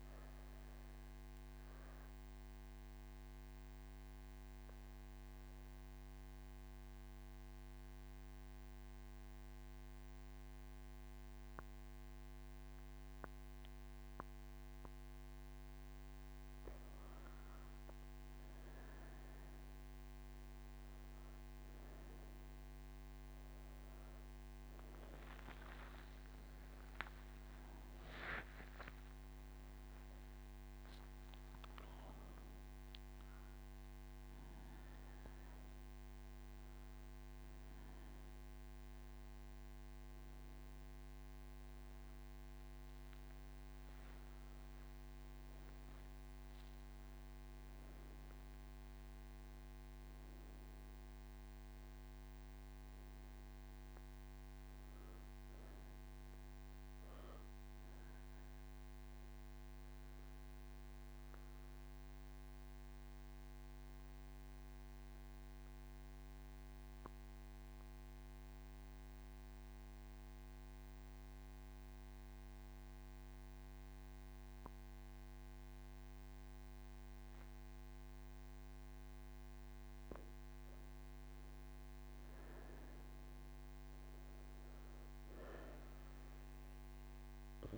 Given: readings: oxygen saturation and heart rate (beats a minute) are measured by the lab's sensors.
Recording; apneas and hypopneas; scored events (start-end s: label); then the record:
breathing in sleep, hard to hear, by a microphone on the trachea; 2
1.00-16.00 s: obstructive apnea (oxygen 99% before, 95% lowest)
60.50-80.00 s: obstructive apnea (oxygen 99% before, 96% lowest)
From the record:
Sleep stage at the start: N2 (light sleep); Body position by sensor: on the right side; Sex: female